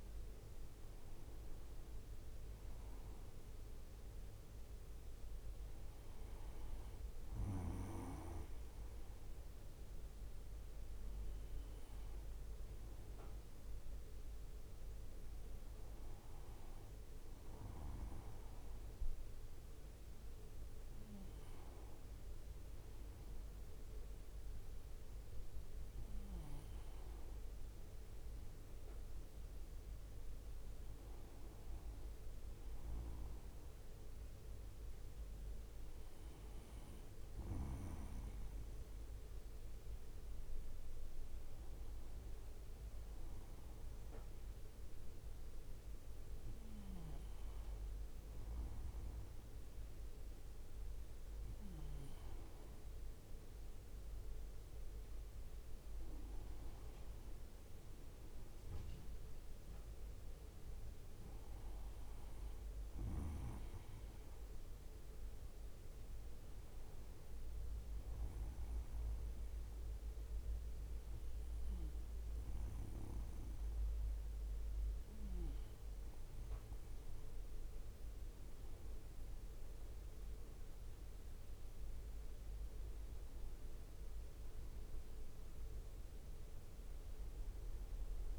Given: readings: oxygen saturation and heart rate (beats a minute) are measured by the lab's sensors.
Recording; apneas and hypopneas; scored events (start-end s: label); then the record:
breathing in sleep by a room microphone; none
none scored
From the record:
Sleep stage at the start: N2 (light sleep); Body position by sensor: on the right side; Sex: male